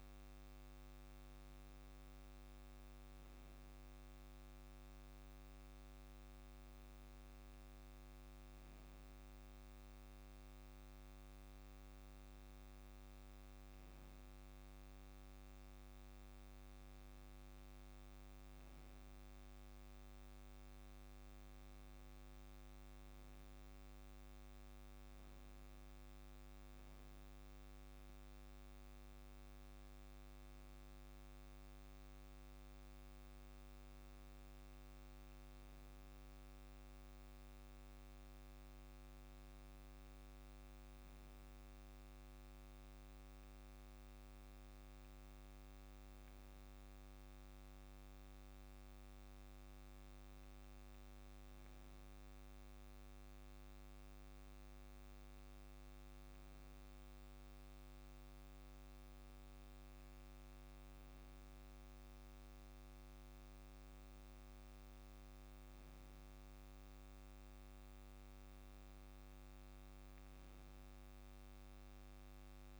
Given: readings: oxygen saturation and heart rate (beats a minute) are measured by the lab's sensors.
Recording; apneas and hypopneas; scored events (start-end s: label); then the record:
breathing in sleep, hard to hear, by a microphone on the trachea; none
9.00-11.00 s: long interval between heartbeats (device-marked, heart rate 55 before, 56 extreme)
36.00-38.00 s: long interval between heartbeats (device-marked, heart rate 49 before, 56 extreme)
57.50-59.50 s: long interval between heartbeats (device-marked, heart rate 49 before, 56 extreme)
From the record:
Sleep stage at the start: N2 (light sleep); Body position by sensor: on the back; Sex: male